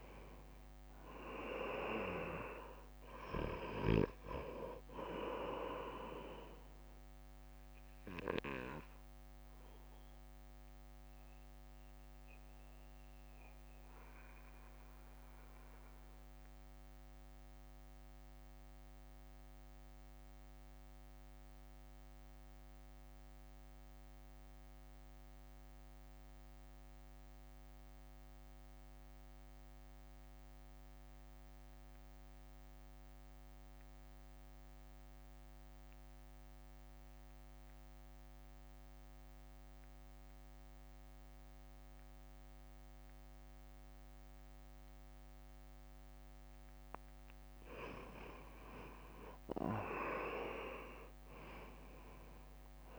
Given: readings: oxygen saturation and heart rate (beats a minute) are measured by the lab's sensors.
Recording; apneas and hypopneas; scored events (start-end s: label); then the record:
breathing in sleep by a microphone on the trachea; 1
0.00-14.00 s: drop in pulse transit time (device-marked, heart rate 56 extreme)
0.00-43.00 s: oxygen desaturation (device-marked, oxygen 81% lowest, heart rate 55 extreme)
10.00-46.00 s: mixed apnea (oxygen 99% before, 81% lowest, heart rate 59 before, 55 extreme, up 10 after)
45.00-52.99 s: oxygen desaturation (device-marked, oxygen 99% before, 82% lowest, heart rate 61 before, 55 extreme)
49.00-52.99 s: arousal
From the record:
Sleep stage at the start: REM sleep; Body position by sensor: on the right side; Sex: male